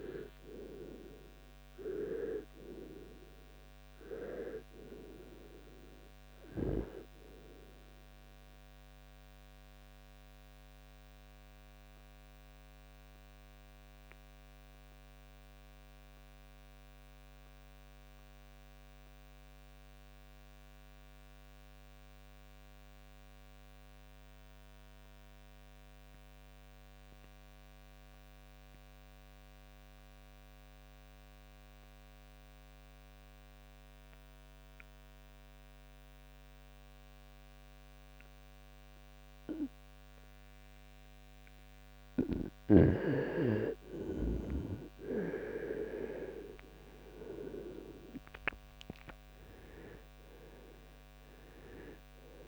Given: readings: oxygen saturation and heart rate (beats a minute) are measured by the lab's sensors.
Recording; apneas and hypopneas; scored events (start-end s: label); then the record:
breathing in sleep by a microphone on the trachea; 1
0.00-35.00 s: oxygen desaturation (device-marked, oxygen 87% lowest, heart rate 47 extreme)
8.00-42.00 s: obstructive apnea (oxygen 98% before, 84% lowest, heart rate 66 before, 47 extreme, up 7 after)
43.00-47.50 s: arousal
From the record:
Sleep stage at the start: REM sleep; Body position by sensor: on the right side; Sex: male